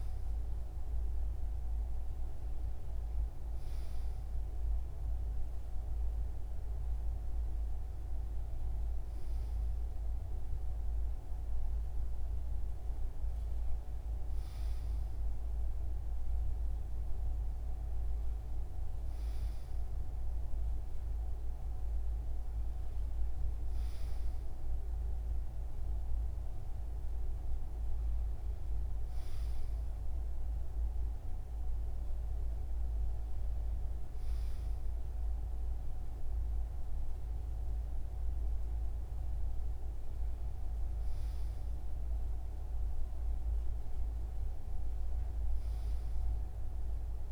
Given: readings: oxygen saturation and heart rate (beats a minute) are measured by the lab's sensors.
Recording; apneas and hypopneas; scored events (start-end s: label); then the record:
breathing in sleep, hard to hear, by a room microphone; none
none scored
From the record:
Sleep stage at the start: N2 (light sleep); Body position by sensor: on the right side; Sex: male